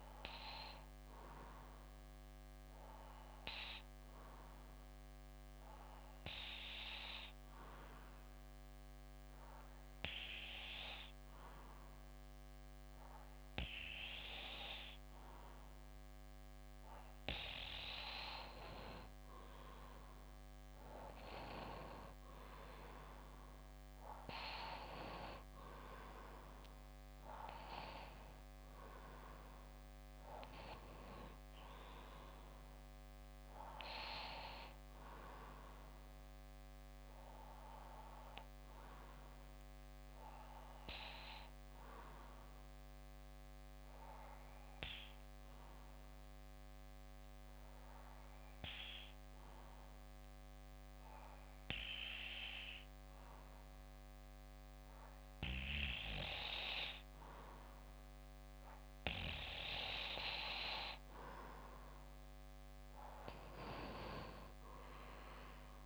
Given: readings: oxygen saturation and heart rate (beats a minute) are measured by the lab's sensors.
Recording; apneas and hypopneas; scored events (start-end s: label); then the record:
breathing in sleep by a microphone on the trachea; 2
0.00-1.50 s: oxygen desaturation (device-marked, oxygen 92% lowest, heart rate 58 extreme)
0.00-12.50 s: bradycardia (device-marked, heart rate 58 extreme)
2.00-17.00 s: obstructive apnea (oxygen 95% before, 92% lowest, heart rate 60 before, 58 extreme, up 6 after)
19.50-23.00 s: arousal
34.50-56.50 s: bradycardia (device-marked, heart rate 61 before, 58 extreme)
38.00-57.50 s: obstructive apnea (oxygen 93% before, 92% lowest, heart rate 62 before, 58 extreme, up 4 after)
63.50-65.86 s: arousal
From the record:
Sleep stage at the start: N2 (light sleep); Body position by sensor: on the back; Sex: male